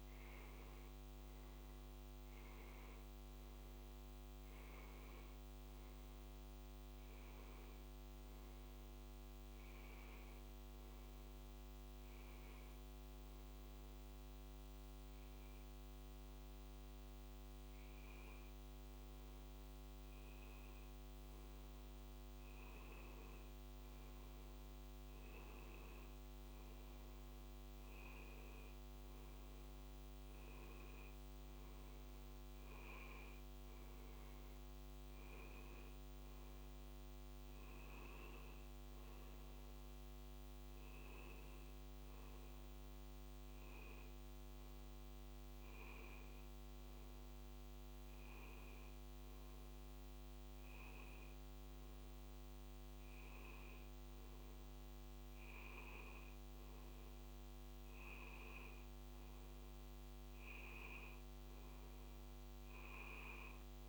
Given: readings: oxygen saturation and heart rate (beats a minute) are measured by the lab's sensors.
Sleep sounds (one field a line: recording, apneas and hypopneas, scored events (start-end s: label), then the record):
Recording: a person awake in a sleep study, hard to hear, by a microphone on the trachea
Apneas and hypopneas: none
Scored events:
none scored
From the record:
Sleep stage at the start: awake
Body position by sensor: on the back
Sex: male